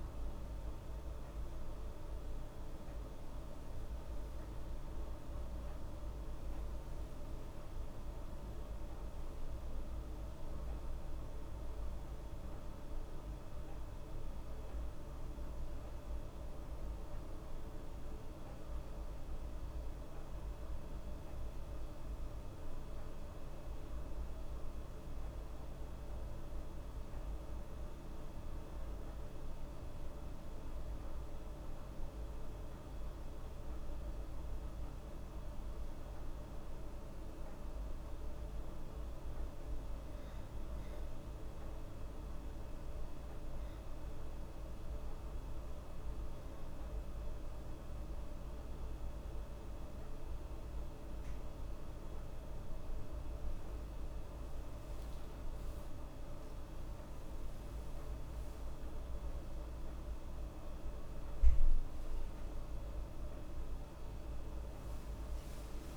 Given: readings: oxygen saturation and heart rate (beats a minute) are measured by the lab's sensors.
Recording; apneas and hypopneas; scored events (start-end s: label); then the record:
a person partly awake in a sleep study, hard to hear, by a room microphone; 1
0.00-4.00 s: arousal
0.00-10.50 s: oxygen desaturation (device-marked, oxygen 94% lowest, heart rate 74 extreme)
15.00-27.50 s: hypopnea (oxygen 98% before, 95% lowest, heart rate 77 before, 75 extreme, up 2 after)
43.50-65.97 s: new sleep stage, awake
From the record:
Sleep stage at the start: N1 (lightest sleep); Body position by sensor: on the back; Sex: female